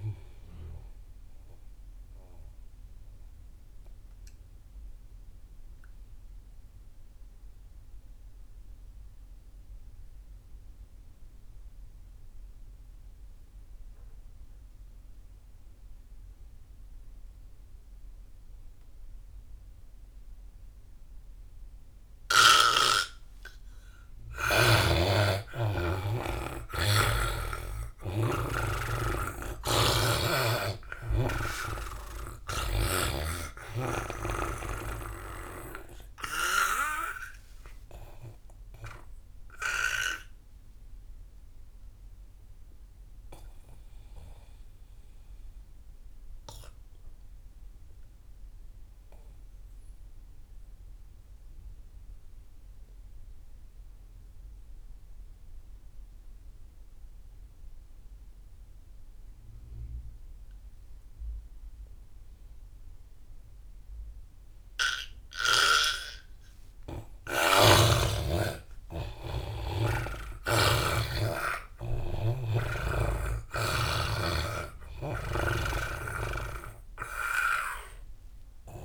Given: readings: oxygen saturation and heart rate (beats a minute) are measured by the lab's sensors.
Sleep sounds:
breathing in sleep by a room microphone; 2
0.00-3.50 s: oxygen desaturation (device-marked, oxygen 76% lowest)
2.00-24.00 s: obstructive apnea (oxygen 96% before, 81% lowest)
25.00-29.00 s: arousal
27.50-48.50 s: oxygen desaturation (device-marked, oxygen 98% before, 87% lowest)
29.50-33.00 s: snoring (device-marked)
39.50-67.50 s: obstructive apnea (oxygen 99% before, 81% lowest)
63.50-78.85 s: oxygen desaturation (device-marked, oxygen 98% before, 81% lowest)
68.50-73.00 s: arousal
70.00-73.50 s: snoring (device-marked)
From the record:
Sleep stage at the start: N2 (light sleep); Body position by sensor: on the back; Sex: male

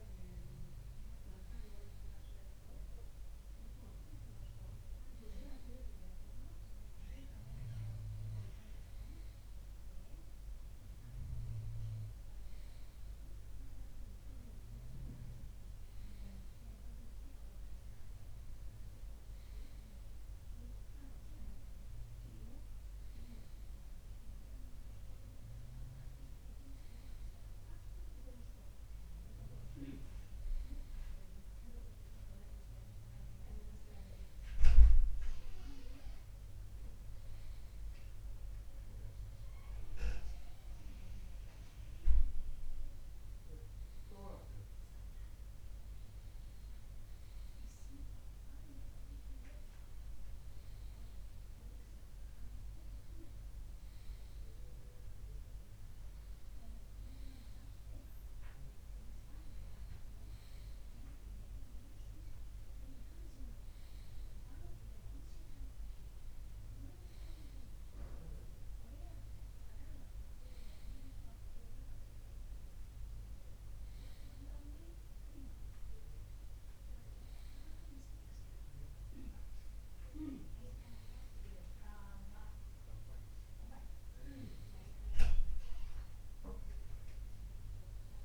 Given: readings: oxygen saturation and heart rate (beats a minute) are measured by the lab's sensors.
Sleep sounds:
breathing in sleep by a room microphone; none
18.50-23.50 s: bradycardia (device-marked, heart rate 61 before, 59 extreme)
From the record:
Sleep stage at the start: N2 (light sleep); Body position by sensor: on the left side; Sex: male

